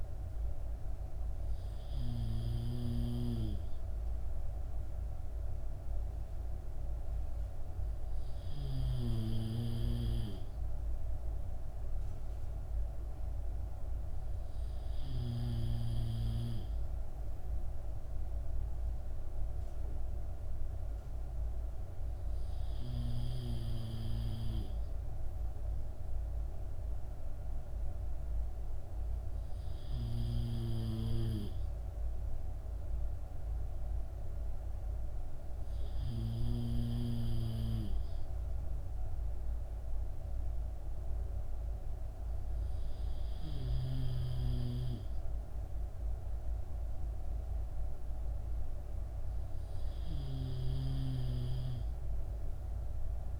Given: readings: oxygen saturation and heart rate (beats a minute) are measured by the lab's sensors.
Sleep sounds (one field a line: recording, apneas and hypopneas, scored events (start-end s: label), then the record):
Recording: breathing in sleep by a room microphone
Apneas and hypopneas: none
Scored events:
none scored
From the record:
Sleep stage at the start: N3 (deep sleep)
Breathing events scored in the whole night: 253 in 7.0 hours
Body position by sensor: on the back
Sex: male